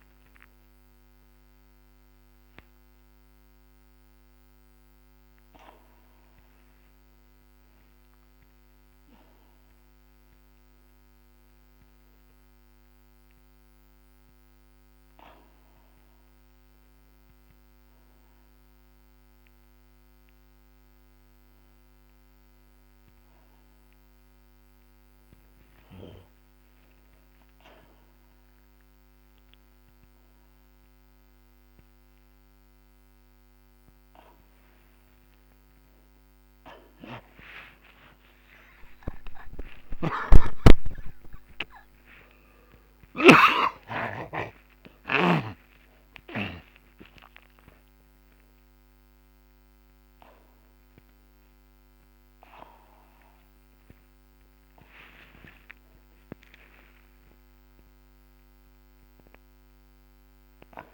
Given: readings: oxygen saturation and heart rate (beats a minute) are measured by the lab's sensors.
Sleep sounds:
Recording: a person awake in a sleep study, by a microphone on the trachea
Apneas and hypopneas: none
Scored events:
40.00-43.50 s: snoring (device-marked)
From the record:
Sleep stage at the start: awake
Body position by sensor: upright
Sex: male

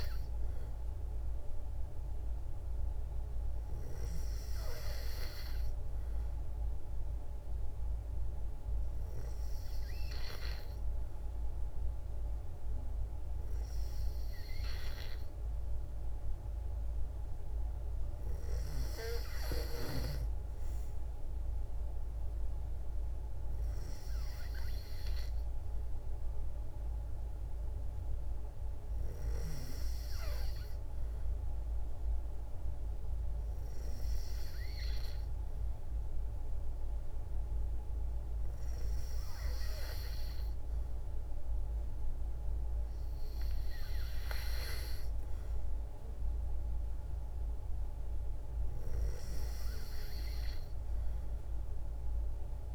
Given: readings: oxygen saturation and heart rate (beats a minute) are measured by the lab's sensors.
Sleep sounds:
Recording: breathing in sleep by a room microphone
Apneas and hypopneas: none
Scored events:
none scored
From the record:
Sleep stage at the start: N2 (light sleep)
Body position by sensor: on the back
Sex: female

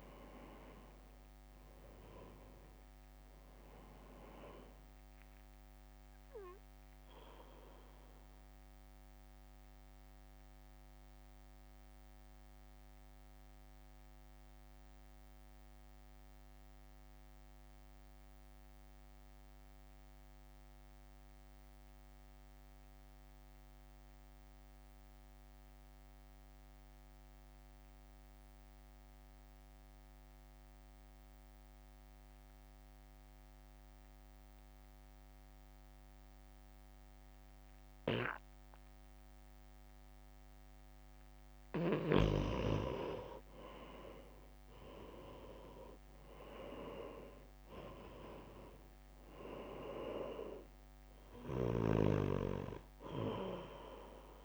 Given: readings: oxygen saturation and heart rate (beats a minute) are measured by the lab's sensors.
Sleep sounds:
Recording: breathing in sleep by a microphone on the trachea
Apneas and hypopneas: 1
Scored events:
0.00-13.00 s: drop in pulse transit time (device-marked, heart rate 52 extreme)
0.00-28.00 s: oxygen desaturation (device-marked, oxygen 87% lowest, heart rate 52 extreme)
7.00-41.50 s: mixed apnea (oxygen 97% before, 87% lowest, heart rate 59 before, 53 extreme, up 3 after)
41.00-54.45 s: oxygen desaturation (device-marked, oxygen 98% before, 87% lowest, heart rate 62 before, 53 extreme)
45.00-48.50 s: arousal
45.00-54.45 s: drop in pulse transit time (device-marked, heart rate 63 before, 54 extreme)
From the record:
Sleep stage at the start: N2 (light sleep)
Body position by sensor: on the right side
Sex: male

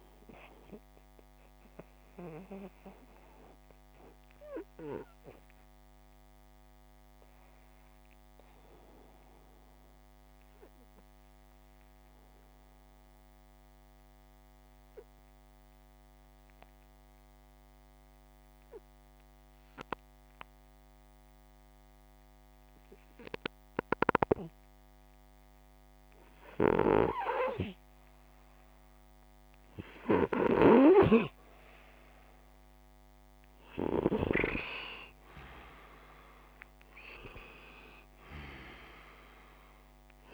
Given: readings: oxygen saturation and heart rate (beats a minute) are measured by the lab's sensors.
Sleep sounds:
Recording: breathing in sleep by a microphone on the trachea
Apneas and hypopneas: 1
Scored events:
2.00-24.00 s: hypopnea (oxygen 97% before, 92% lowest, heart rate 68 before, 59 extreme, up 0 after)
21.00-33.00 s: oxygen desaturation (device-marked, oxygen 97% before, 92% lowest, heart rate 65 before, 56 extreme)
25.50-30.00 s: arousal
From the record:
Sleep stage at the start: N2 (light sleep)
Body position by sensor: upright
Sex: male

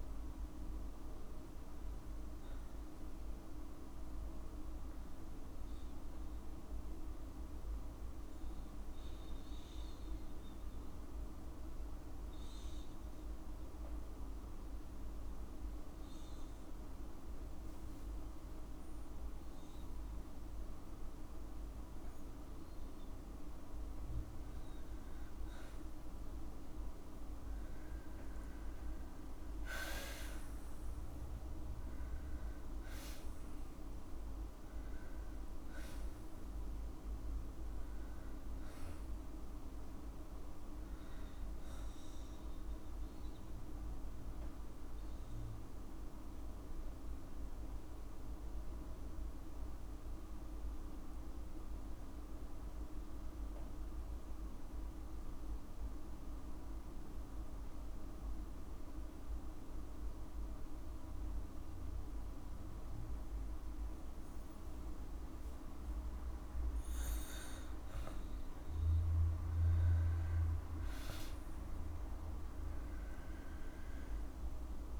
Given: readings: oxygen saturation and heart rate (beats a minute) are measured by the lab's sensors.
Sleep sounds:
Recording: breathing in sleep, hard to hear, by a room microphone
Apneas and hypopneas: 2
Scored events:
9.00-23.50 s: obstructive apnea (oxygen 98% before, 95% lowest, heart rate 55 before, 52 extreme, up 6 after)
25.00-27.00 s: long interval between heartbeats (device-marked, heart rate 53 before, 55 extreme)
26.50-30.50 s: arousal
32.50-34.50 s: long interval between heartbeats (device-marked, heart rate 54 before, 68 extreme)
35.50-37.50 s: long interval between heartbeats (device-marked, heart rate 57 before, 77 extreme)
38.50-40.50 s: long interval between heartbeats (device-marked, heart rate 60 before, 76 extreme)
45.00-65.00 s: obstructive apnea (oxygen 98% before, 95% lowest, heart rate 66 before, 52 extreme, up 5 after)
68.50-73.50 s: arousal
74.00-75.00 s: long interval between heartbeats (device-marked, heart rate 54 before, 58 extreme)
From the record:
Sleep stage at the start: N2 (light sleep)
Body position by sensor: on the back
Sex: female

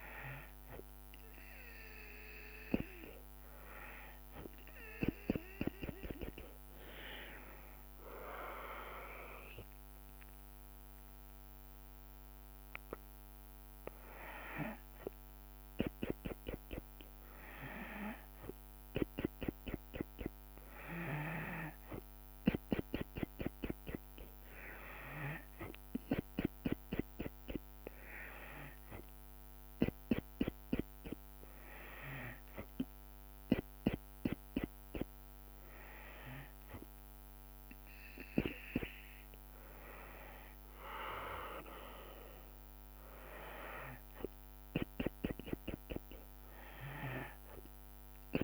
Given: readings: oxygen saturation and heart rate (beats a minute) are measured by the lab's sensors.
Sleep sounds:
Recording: breathing in sleep by a microphone on the trachea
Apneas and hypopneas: none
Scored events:
none scored
From the record:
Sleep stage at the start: N2 (light sleep)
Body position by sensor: on the back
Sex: female

